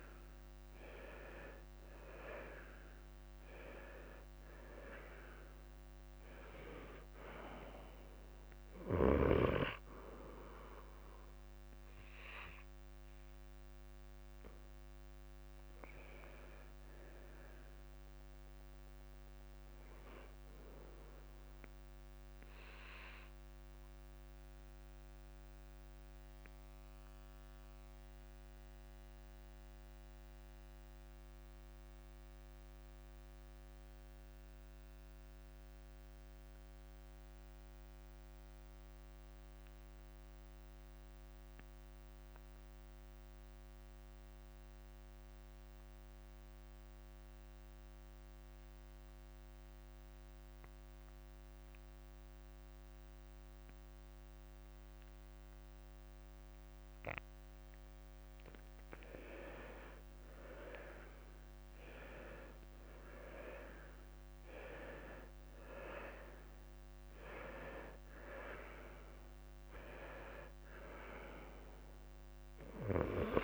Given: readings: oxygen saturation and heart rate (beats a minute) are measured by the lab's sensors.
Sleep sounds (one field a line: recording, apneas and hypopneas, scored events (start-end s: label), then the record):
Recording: breathing in sleep by a microphone on the trachea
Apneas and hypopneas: 1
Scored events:
0.00-1.50 s: arousal
0.00-30.00 s: oxygen desaturation (device-marked, oxygen 87% lowest, heart rate 51 extreme)
21.00-23.00 s: long interval between heartbeats (device-marked, heart rate 55 before, 70 extreme)
25.00-57.00 s: mixed apnea (oxygen 94% before, 85% lowest, heart rate 58 before, 51 extreme, up 3 after)
51.00-73.44 s: oxygen desaturation (device-marked, oxygen 97% before, 85% lowest, heart rate 53 before, 50 extreme)
60.00-65.00 s: arousal
From the record:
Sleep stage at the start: N2 (light sleep)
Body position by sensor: on the left side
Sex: male